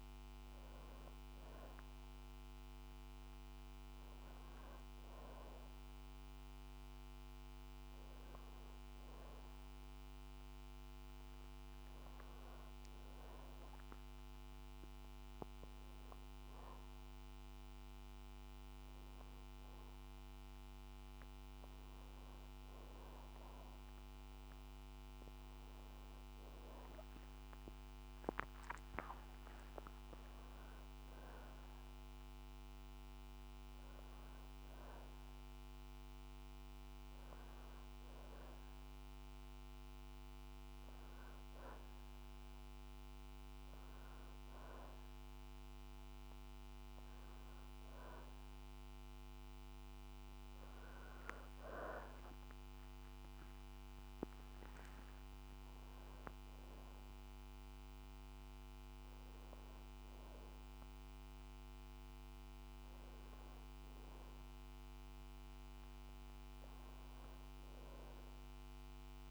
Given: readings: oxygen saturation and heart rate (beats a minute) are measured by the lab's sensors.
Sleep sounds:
breathing in sleep, hard to hear, by a microphone on the trachea; none
none scored
From the record:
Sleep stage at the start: N2 (light sleep); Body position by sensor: on the back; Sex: female

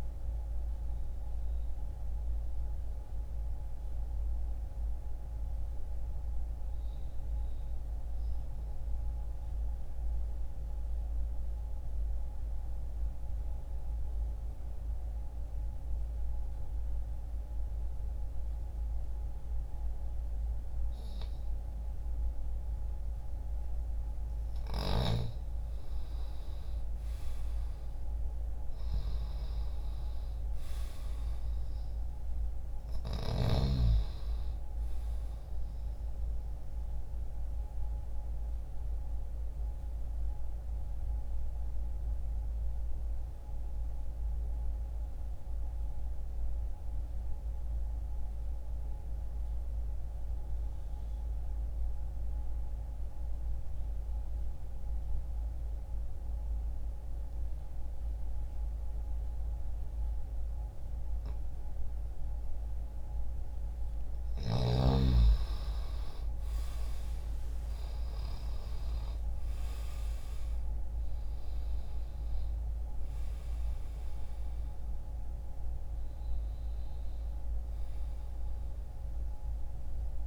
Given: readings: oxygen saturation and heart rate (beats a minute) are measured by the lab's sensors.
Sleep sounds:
breathing in sleep, hard to hear, by a room microphone; 2
9.00-22.00 s: mixed apnea (oxygen 93% before, 86% lowest, heart rate 70 before, 60 extreme, up 0 after)
10.00-23.00 s: oxygen desaturation (device-marked, oxygen 91% before, 86% lowest, heart rate 68 before, 60 extreme)
25.00-30.50 s: arousal
33.00-57.00 s: oxygen desaturation (device-marked, oxygen 99% before, 89% lowest, heart rate 60 before, 60 extreme)
35.50-62.50 s: obstructive apnea (oxygen 99% before, 86% lowest, heart rate 60 before, 60 extreme, up 0 after)
64.00-67.50 s: arousal
From the record:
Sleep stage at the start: N2 (light sleep); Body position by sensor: on the left side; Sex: male

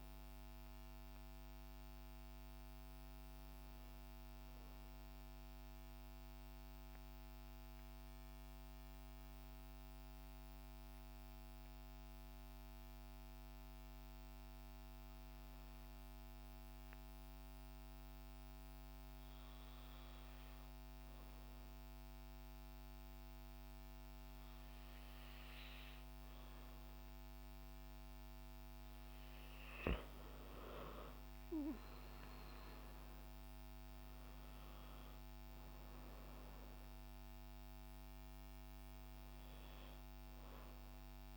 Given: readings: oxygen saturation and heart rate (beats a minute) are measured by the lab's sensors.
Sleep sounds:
breathing in sleep, hard to hear, by a microphone on the trachea; 1
0.00-10.50 s: oxygen desaturation (device-marked, oxygen 90% lowest, heart rate 54 extreme)
10.50-29.00 s: hypopnea (oxygen 97% before, 91% lowest, heart rate 60 before, 67 extreme, up 44 after)
24.50-41.37 s: oxygen desaturation (device-marked, oxygen 97% before, 91% lowest, heart rate 70 before, 67 extreme)
31.00-34.00 s: arousal
From the record:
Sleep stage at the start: N2 (light sleep); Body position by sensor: on the back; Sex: female

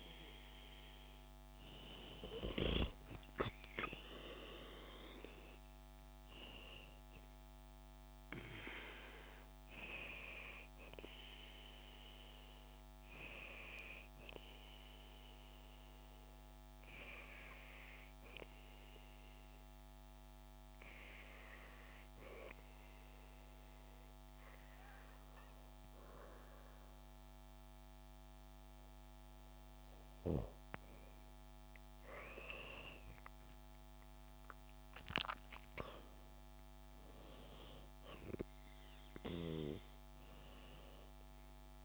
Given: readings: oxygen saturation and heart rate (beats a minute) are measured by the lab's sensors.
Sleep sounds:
breathing in sleep by a microphone on the trachea; 1
4.00-7.50 s: arousal
16.00-29.50 s: obstructive apnea (oxygen 96% before, 92% lowest, heart rate 67 before, 66 extreme, up 12 after)
33.00-36.50 s: arousal
From the record:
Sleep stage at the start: N2 (light sleep); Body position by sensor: on the back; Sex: female

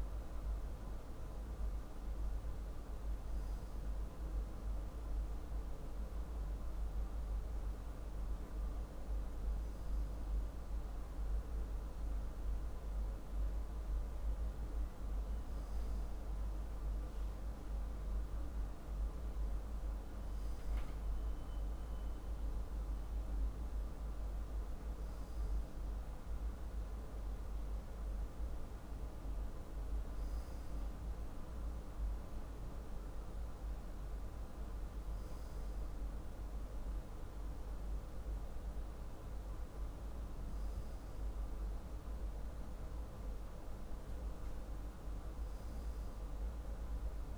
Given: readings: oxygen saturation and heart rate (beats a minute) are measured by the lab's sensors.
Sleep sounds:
breathing in sleep, hard to hear, by a room microphone; none
none scored
From the record:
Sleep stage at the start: N2 (light sleep); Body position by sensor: on the left side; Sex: male

